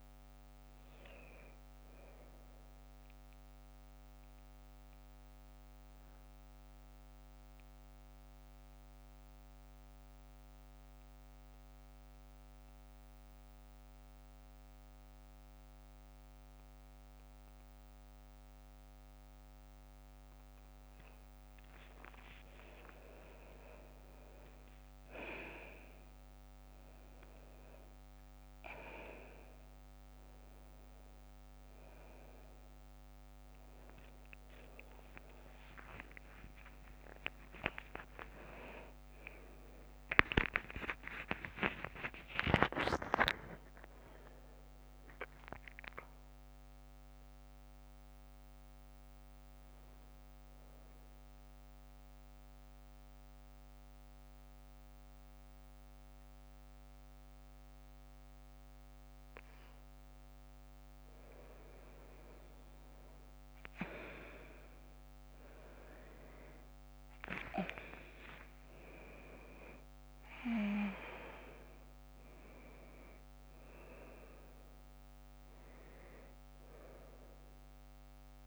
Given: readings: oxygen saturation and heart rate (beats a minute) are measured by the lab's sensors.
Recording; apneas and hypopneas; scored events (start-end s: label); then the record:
breathing in sleep by a microphone on the trachea; 2
0.00-12.00 s: oxygen desaturation (device-marked, oxygen 92% lowest, heart rate 52 extreme)
4.00-34.00 s: new sleep stage, N2 (light sleep)
4.50-20.50 s: obstructive apnea (oxygen 99% before, 91% lowest, heart rate 66 before, 52 extreme, up 24 after)
22.00-24.00 s: long interval between heartbeats (device-marked, heart rate 57 before, 70 extreme)
22.00-26.00 s: arousal
28.00-51.00 s: oxygen desaturation (device-marked, oxygen 99% before, 94% lowest, heart rate 61 before, 51 extreme)
34.00-78.47 s: new sleep stage, N1 (lightest sleep)
37.00-39.00 s: long interval between heartbeats (device-marked, heart rate 65 before, 72 extreme)
44.00-48.50 s: arousal
51.00-61.50 s: mixed apnea (oxygen 99% before, 91% lowest, heart rate 68 before, 51 extreme, up 10 after)
63.50-67.50 s: arousal
67.00-78.47 s: oxygen desaturation (device-marked, oxygen 98% before, 91% lowest, heart rate 59 before, 53 extreme)
From the record:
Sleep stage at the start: N1 (lightest sleep); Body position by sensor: on the right side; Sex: female